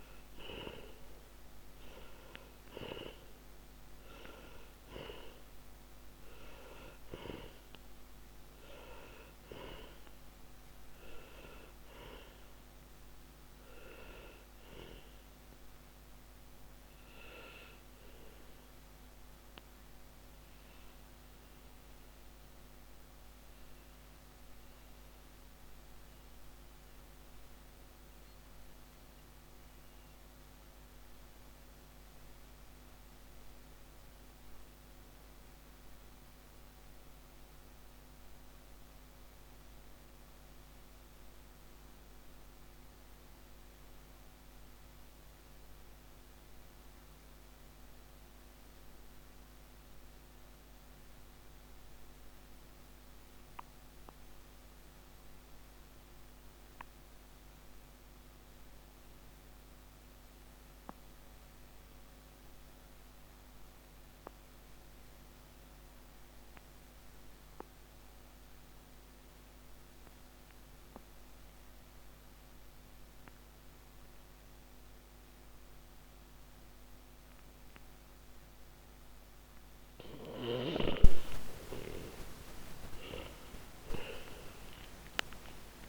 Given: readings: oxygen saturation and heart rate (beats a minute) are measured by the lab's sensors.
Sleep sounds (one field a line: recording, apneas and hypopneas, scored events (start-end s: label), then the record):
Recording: breathing in sleep by a microphone on the trachea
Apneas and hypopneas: 1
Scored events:
0.00-1.50 s: arousal
0.00-43.00 s: oxygen desaturation (device-marked, oxygen 84% lowest, heart rate 38 extreme)
16.00-81.00 s: mixed apnea (oxygen 97% before, 80% lowest, heart rate 113 before, 38 extreme)
71.00-85.89 s: oxygen desaturation (device-marked, oxygen 98% before, 80% lowest, heart rate 85 before, 46 extreme)
82.00-85.89 s: arousal
From the record:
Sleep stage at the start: N2 (light sleep)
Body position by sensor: on the back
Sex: male